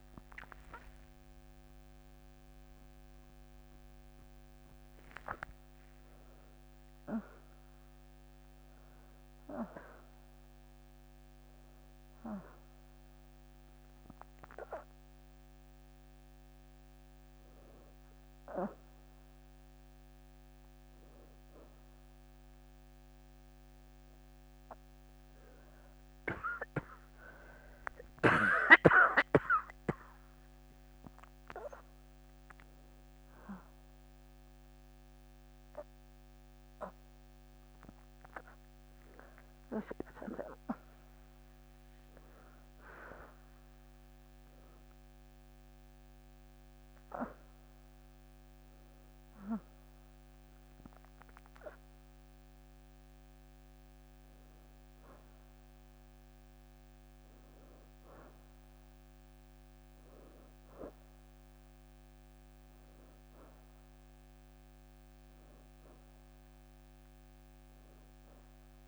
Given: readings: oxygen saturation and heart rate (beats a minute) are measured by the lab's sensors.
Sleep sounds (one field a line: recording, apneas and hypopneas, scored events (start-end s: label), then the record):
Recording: a person awake in a sleep study, by a microphone on the trachea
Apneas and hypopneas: none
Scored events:
17.00-19.50 s: leg movement (device-marked)
25.50-30.50 s: leg movement (device-marked)
30.50-47.50 s: oxygen desaturation (device-marked, oxygen 97% before, 93% lowest, heart rate 88 before, 85 extreme)
38.50-47.50 s: leg movement (device-marked)
53.50-55.50 s: leg movement (device-marked)
64.50-68.88 s: oxygen desaturation (device-marked, oxygen 97% before, 93% lowest, heart rate 89 before, 85 extreme)
From the record:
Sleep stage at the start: awake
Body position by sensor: on the back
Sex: female